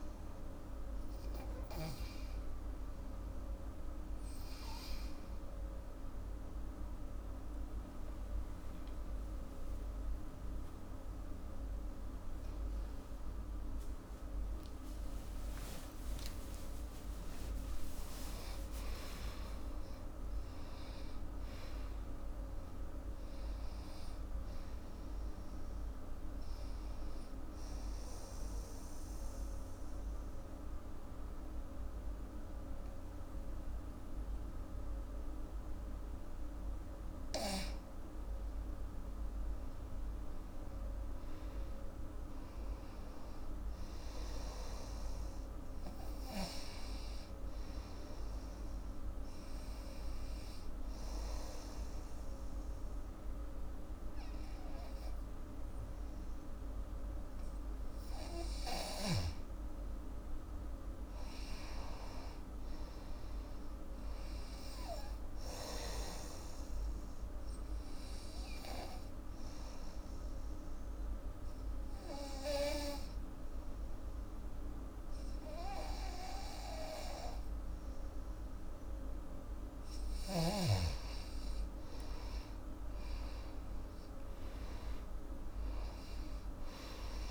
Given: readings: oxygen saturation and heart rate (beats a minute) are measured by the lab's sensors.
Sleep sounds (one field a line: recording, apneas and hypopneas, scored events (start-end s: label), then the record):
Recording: breathing in sleep by a room microphone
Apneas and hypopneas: 2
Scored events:
0.00-9.50 s: oxygen desaturation (device-marked, oxygen 89% lowest, heart rate 69 extreme)
9.50-17.00 s: arousal
17.00-19.00 s: long interval between heartbeats (device-marked, heart rate 79 before, 94 extreme)
27.00-38.00 s: obstructive apnea (oxygen 98% before, 90% lowest, heart rate 90 before, 66 extreme, up 16 after)
40.50-44.50 s: arousal
43.50-55.50 s: oxygen desaturation (device-marked, oxygen 99% before, 90% lowest, heart rate 80 before, 76 extreme)
60.50-63.50 s: arousal
67.50-79.00 s: obstructive apnea (oxygen 98% before, 89% lowest, heart rate 79 before, 74 extreme, up 11 after)
81.50-87.31 s: oxygen desaturation (device-marked, oxygen 97% before, 91% lowest, heart rate 79 before, 69 extreme)
82.00-86.00 s: arousal
From the record:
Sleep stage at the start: N2 (light sleep)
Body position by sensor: on the back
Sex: female